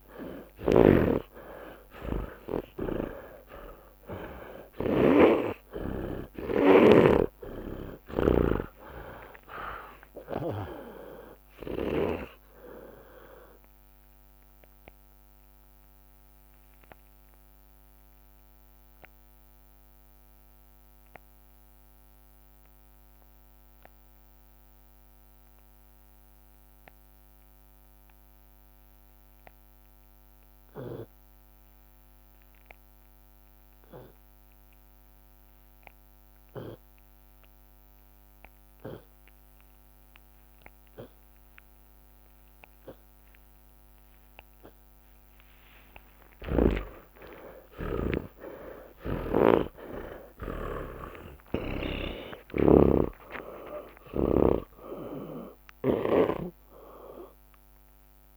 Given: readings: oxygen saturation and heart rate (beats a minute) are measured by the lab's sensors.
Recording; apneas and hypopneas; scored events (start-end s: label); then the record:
breathing in sleep by a microphone on the trachea; 1
0.00-5.00 s: arousal
0.00-5.00 s: tachycardia (device-marked)
0.00-12.00 s: snoring (device-marked)
2.00-4.00 s: long interval between heartbeats (device-marked, heart rate 65 before, 122 extreme)
3.00-4.00 s: drop in pulse transit time (device-marked, heart rate 69 before, 122 extreme)
7.00-13.00 s: drop in pulse transit time (device-marked, heart rate 79 before, 28 extreme)
8.00-10.00 s: long interval between heartbeats (device-marked, heart rate 82 before, 28 extreme)
10.50-12.50 s: long interval between heartbeats (device-marked, heart rate 78 before, 49 extreme)
16.50-45.00 s: obstructive apnea (oxygen 94% before, 90% lowest)
20.00-23.00 s: oxygen desaturation (device-marked, oxygen 95% before, 90% lowest)
37.00-39.00 s: long interval between heartbeats (device-marked)
39.50-41.50 s: long interval between heartbeats (device-marked, heart rate 40 before, 43 extreme)
43.00-46.00 s: drop in pulse transit time (device-marked, heart rate 38 before, 55 extreme)
46.00-48.00 s: long interval between heartbeats (device-marked, heart rate 40 before, 92 extreme)
46.00-55.00 s: tachycardia (device-marked, heart rate 52 before, 129 extreme)
46.00-56.00 s: snoring (device-marked)
46.50-52.00 s: arousal
49.50-51.50 s: long interval between heartbeats (device-marked, heart rate 46 before, 119 extreme)
52.00-54.00 s: long interval between heartbeats (device-marked, heart rate 56 before, 119 extreme)
54.00-56.00 s: long interval between heartbeats (device-marked, heart rate 68 before, 113 extreme)
56.00-58.00 s: long interval between heartbeats (device-marked, heart rate 79 before, 113 extreme)
From the record:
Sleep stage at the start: N2 (light sleep); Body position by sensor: on the left side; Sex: male